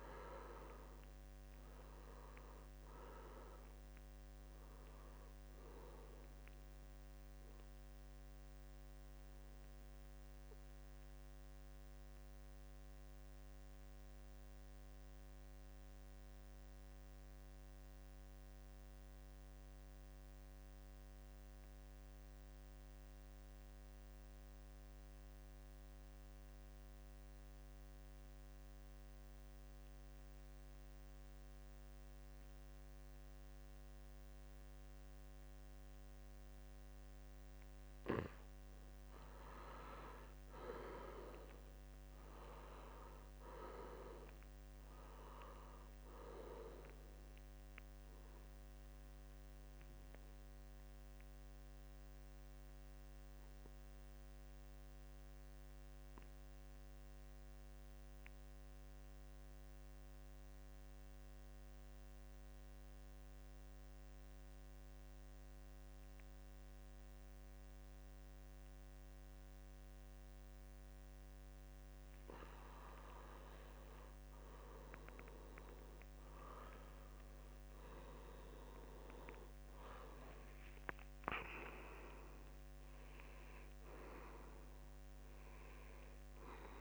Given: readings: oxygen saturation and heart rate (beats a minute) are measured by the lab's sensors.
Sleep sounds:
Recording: breathing in sleep by a microphone on the trachea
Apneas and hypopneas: 2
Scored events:
0.00-18.50 s: oxygen desaturation (device-marked, oxygen 78% lowest, heart rate 67 extreme)
7.50-37.00 s: obstructive apnea (oxygen 92% before, 78% lowest, heart rate 74 before, 67 extreme, up 8 after)
32.50-61.50 s: oxygen desaturation (device-marked, oxygen 96% before, 78% lowest, heart rate 69 before, 67 extreme)
40.50-44.50 s: arousal
48.00-71.50 s: obstructive apnea (oxygen 97% before, 78% lowest, heart rate 74 before, 64 extreme, up 7 after)
66.50-86.81 s: oxygen desaturation (device-marked, oxygen 96% before, 82% lowest, heart rate 70 before, 63 extreme)
73.00-77.00 s: arousal
From the record:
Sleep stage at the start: N2 (light sleep)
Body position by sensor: on the back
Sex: male

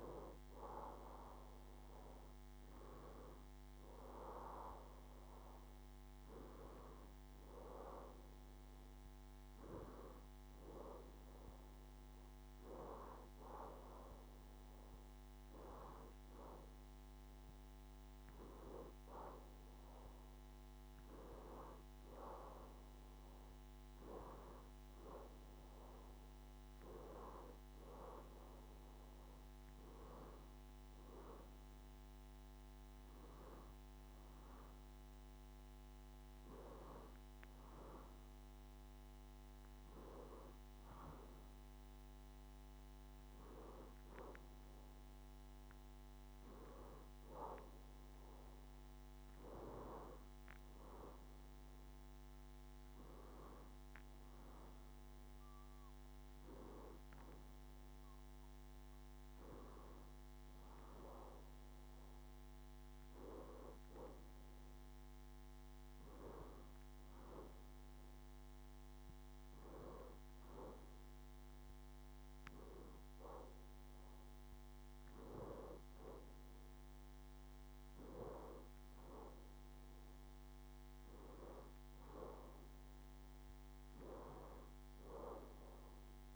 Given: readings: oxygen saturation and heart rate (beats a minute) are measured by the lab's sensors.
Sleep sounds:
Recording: breathing in sleep by a microphone on the trachea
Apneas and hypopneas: none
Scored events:
79.50-81.50 s: long interval between heartbeats (device-marked, heart rate 70 before, 63 extreme)
From the record:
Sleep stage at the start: N2 (light sleep)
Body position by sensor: on the back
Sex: female

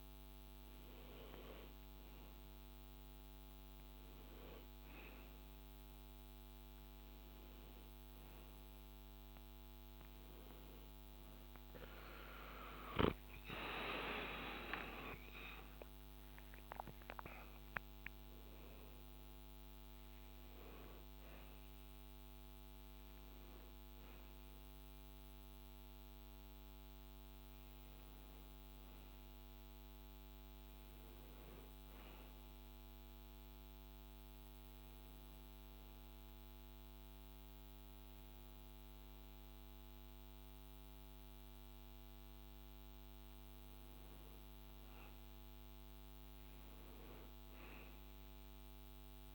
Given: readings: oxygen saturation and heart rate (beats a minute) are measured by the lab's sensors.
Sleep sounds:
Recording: a person awake in a sleep study, by a microphone on the trachea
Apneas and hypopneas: none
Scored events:
none scored
From the record:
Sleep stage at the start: awake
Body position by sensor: on the back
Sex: male

